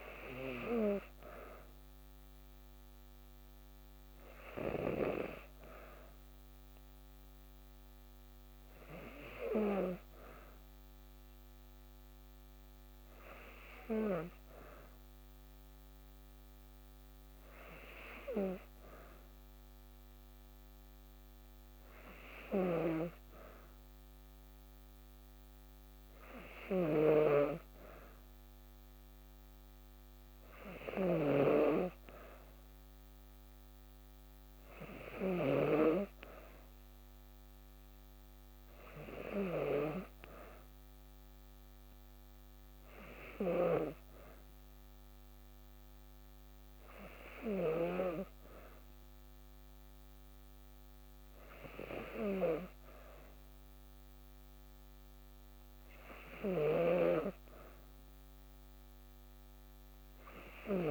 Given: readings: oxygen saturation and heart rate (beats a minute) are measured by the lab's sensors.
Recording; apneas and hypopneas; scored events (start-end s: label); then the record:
breathing in sleep by a microphone on the trachea; none
30.50-35.50 s: snoring (device-marked)
43.00-47.50 s: snoring (device-marked)
From the record:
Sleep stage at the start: N2 (light sleep); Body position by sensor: on the back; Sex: female